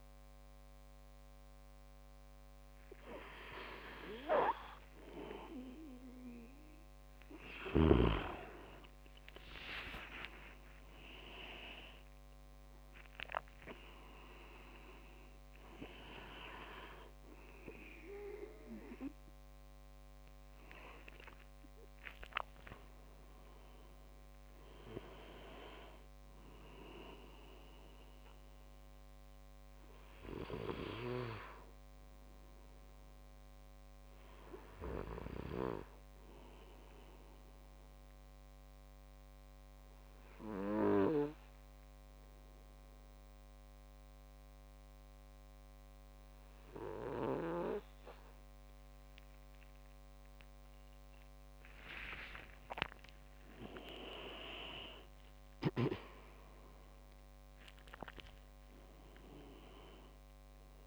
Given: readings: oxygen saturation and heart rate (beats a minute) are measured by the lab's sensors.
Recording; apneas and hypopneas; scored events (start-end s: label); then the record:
breathing in sleep by a microphone on the trachea; 1
10.00-13.00 s: leg movement (device-marked)
11.50-16.50 s: arousal
41.50-54.00 s: hypopnea (oxygen 99% before, 95% lowest)
55.50-58.50 s: arousal
From the record:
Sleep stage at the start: N2 (light sleep); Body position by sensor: on the back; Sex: male